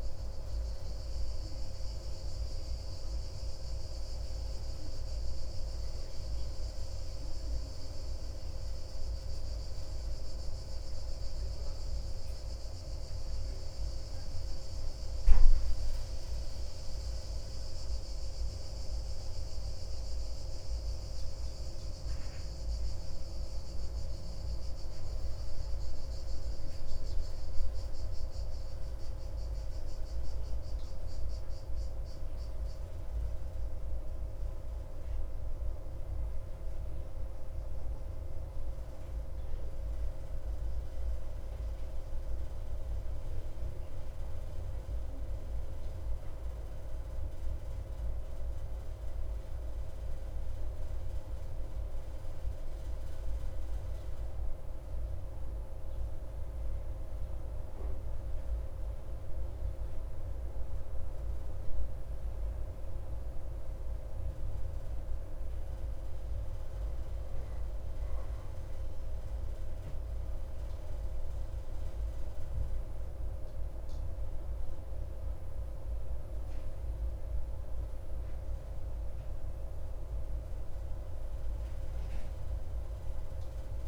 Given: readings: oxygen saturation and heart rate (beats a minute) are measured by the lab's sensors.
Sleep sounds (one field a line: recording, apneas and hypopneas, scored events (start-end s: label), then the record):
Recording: breathing in sleep, hard to hear, by a room microphone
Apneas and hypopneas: none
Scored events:
none scored
From the record:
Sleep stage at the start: N2 (light sleep)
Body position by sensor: on the back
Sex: male